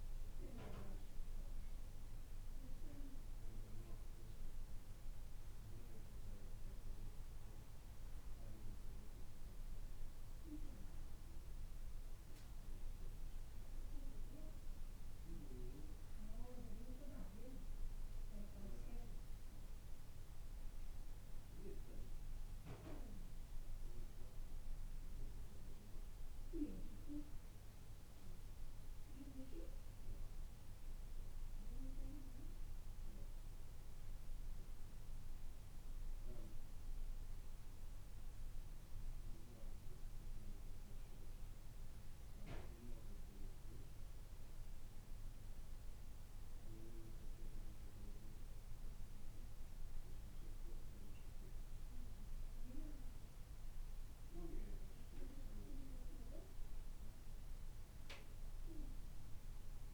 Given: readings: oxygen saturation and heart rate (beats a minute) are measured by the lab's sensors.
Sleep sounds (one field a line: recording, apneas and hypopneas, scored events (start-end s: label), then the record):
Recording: a person awake in a sleep study, by a room microphone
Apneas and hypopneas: none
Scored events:
none scored
From the record:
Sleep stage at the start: awake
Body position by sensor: on the right side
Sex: male